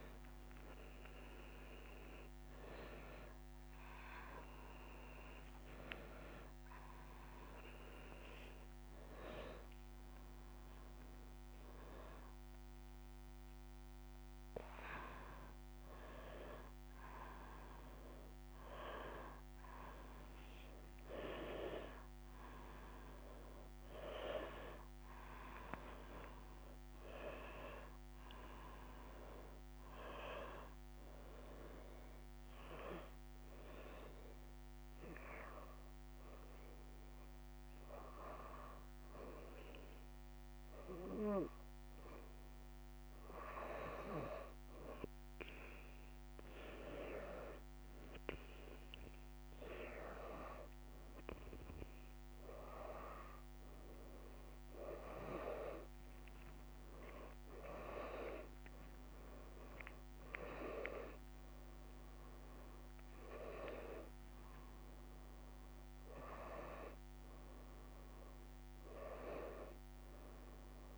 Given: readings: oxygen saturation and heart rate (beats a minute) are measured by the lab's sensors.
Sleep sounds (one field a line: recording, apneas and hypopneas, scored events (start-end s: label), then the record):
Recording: a person partly awake in a sleep study, by a microphone on the trachea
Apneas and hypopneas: 1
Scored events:
0.00-2.00 s: tachycardia (device-marked, heart rate 159 extreme)
4.00-12.00 s: drop in pulse transit time (device-marked)
9.50-11.50 s: long interval between heartbeats (device-marked)
13.50-15.50 s: long interval between heartbeats (device-marked)
15.00-45.00 s: new sleep stage, N1 (lightest sleep)
32.00-44.50 s: hypopnea (oxygen 98% before, 89% lowest)
36.00-42.00 s: tachycardia (device-marked, heart rate 70 before, 109 extreme)
44.00-69.00 s: oxygen desaturation (device-marked, oxygen 96% before, 90% lowest)
45.00-49.00 s: arousal
45.00-70.98 s: new sleep stage, N2 (light sleep)
68.00-70.00 s: long interval between heartbeats (device-marked)
From the record:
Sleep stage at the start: awake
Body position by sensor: on the back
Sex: female